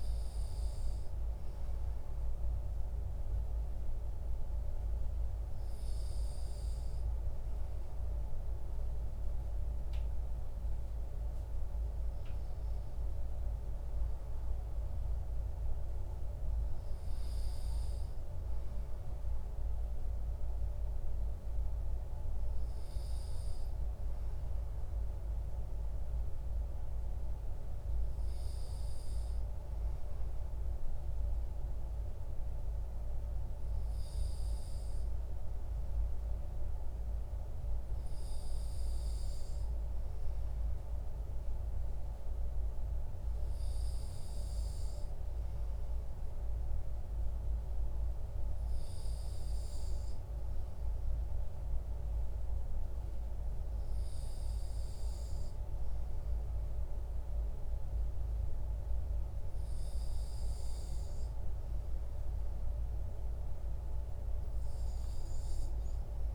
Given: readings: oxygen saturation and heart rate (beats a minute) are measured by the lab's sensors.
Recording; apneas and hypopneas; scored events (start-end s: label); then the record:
breathing in sleep, hard to hear, by a room microphone; none
none scored
From the record:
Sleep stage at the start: N2 (light sleep); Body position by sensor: on the back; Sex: male